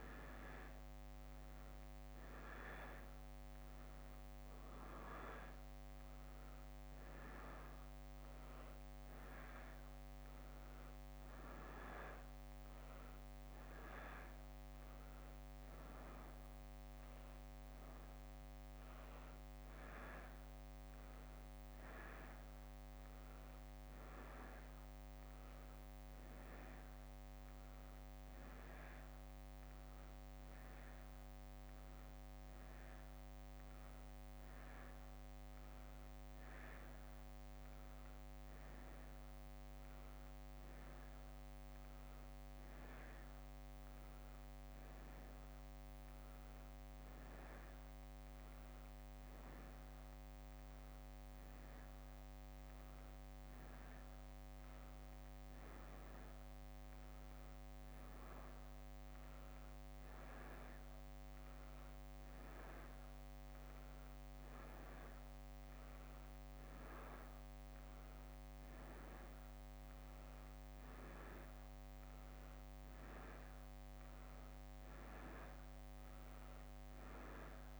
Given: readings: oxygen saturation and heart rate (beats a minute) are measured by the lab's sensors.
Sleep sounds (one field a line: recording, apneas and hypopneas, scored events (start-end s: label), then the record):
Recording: a person awake in a sleep study, hard to hear, by a microphone on the trachea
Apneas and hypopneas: none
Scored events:
10.00-20.00 s: leg movement (device-marked)
22.00-24.00 s: leg movement (device-marked)
27.50-36.50 s: leg movement (device-marked)
39.50-48.50 s: leg movement (device-marked)
49.50-55.50 s: leg movement (device-marked)
59.00-64.50 s: leg movement (device-marked)
68.00-75.00 s: leg movement (device-marked)
From the record:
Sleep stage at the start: awake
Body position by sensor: on the back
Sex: female